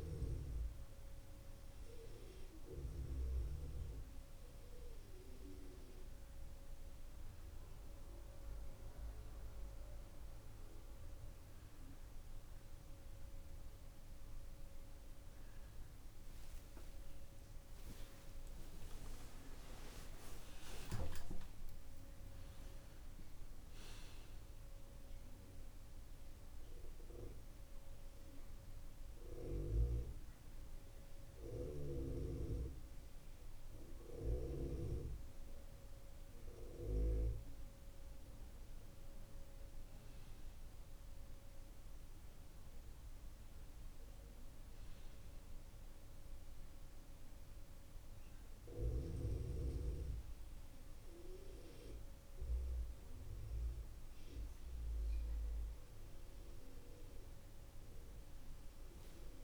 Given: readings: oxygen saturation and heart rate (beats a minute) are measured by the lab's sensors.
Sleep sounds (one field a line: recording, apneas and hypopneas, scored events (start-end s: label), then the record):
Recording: breathing in sleep by a room microphone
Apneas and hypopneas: none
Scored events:
15.50-21.50 s: arousal
24.00-30.00 s: oxygen desaturation (device-marked, oxygen 97% before, 94% lowest, heart rate 80 before, 65 extreme)
From the record:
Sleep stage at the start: N2 (light sleep)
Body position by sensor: on the left side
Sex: male